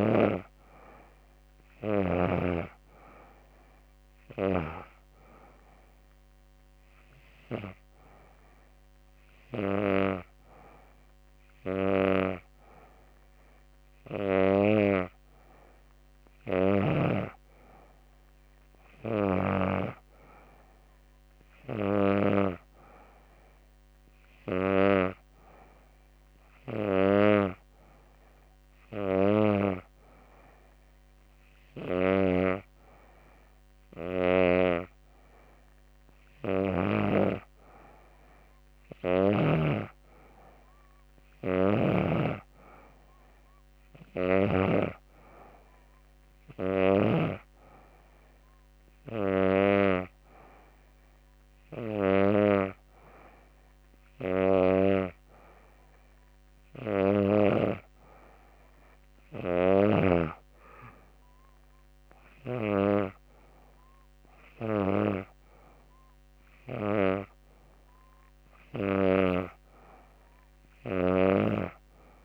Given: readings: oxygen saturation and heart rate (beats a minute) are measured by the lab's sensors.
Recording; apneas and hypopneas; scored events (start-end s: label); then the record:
breathing in sleep by a microphone on the trachea; none
none scored
From the record:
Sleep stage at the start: N2 (light sleep); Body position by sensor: on the back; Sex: female